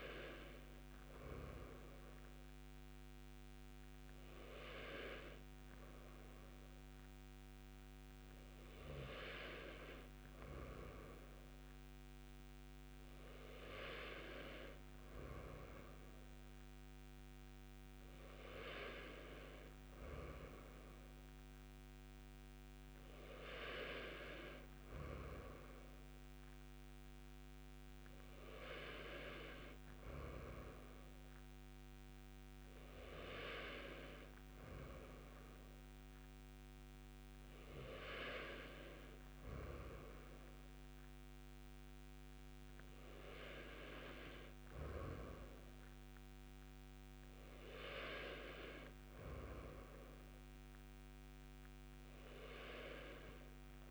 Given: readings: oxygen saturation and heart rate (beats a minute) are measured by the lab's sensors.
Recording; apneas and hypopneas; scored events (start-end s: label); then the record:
breathing in sleep by a microphone on the trachea; none
none scored
From the record:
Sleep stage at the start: N2 (light sleep); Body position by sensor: on the right side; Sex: male